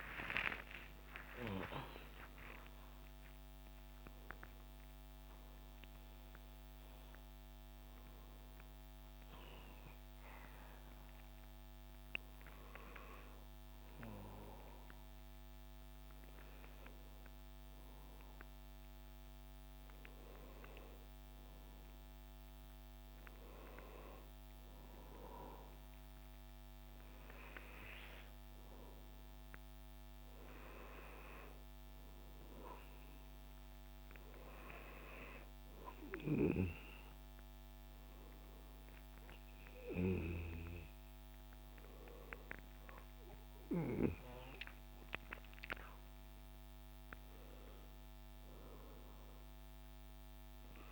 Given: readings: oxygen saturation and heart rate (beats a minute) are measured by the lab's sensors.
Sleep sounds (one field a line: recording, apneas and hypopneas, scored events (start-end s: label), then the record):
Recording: a person awake in a sleep study, by a microphone on the trachea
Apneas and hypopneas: none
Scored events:
none scored
From the record:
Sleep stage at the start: awake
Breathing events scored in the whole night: 108 in 7.0 hours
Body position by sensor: on the back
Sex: male